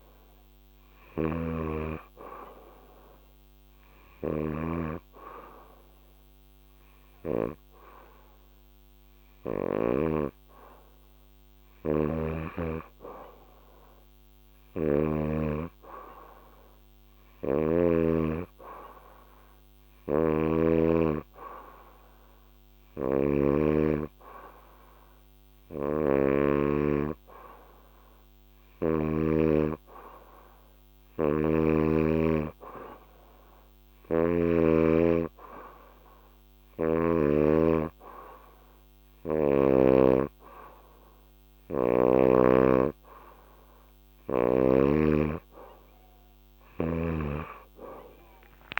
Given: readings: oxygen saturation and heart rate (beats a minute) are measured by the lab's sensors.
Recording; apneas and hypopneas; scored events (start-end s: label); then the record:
breathing in sleep by a microphone on the trachea; none
1.00-10.00 s: snoring (device-marked)
3.00-10.00 s: oxygen desaturation (device-marked, oxygen 96% before, 93% lowest, heart rate 85 before, 72 extreme)
19.50-29.00 s: snoring (device-marked)
33.50-37.00 s: snoring (device-marked)
From the record:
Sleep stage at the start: N2 (light sleep); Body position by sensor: on the back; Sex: female